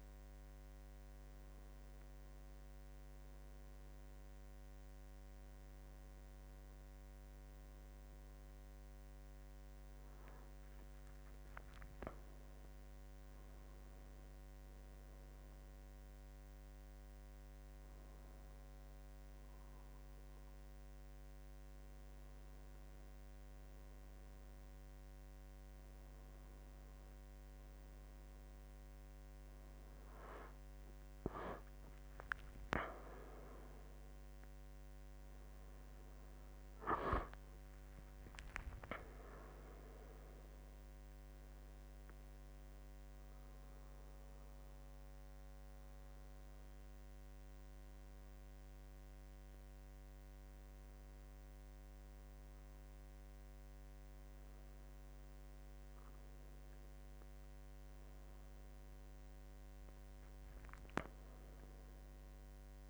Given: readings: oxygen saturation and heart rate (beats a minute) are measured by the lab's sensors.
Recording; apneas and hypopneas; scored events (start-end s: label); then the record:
breathing in sleep by a microphone on the trachea; none
0.00-4.00 s: oxygen desaturation (device-marked, oxygen 98% before, 96% lowest, heart rate 85 before, 83 extreme)
32.50-37.00 s: arousal
From the record:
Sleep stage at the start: N1 (lightest sleep); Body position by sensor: on the right side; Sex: male